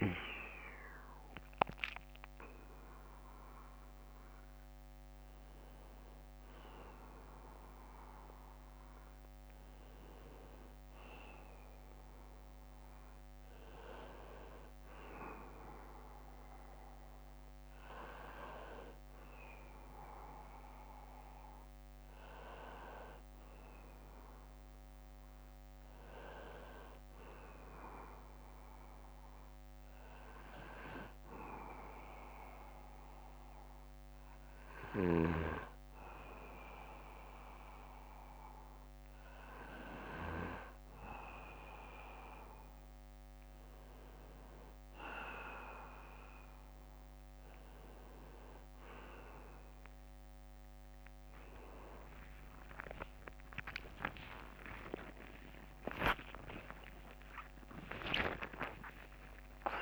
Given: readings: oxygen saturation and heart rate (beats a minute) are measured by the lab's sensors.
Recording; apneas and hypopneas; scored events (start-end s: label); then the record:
breathing in sleep by a microphone on the trachea; none
50.00-59.82 s: tachycardia (device-marked, heart rate 71 before, 161 extreme)
57.00-59.82 s: new sleep stage, awake
From the record:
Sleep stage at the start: N1 (lightest sleep); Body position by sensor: on the back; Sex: male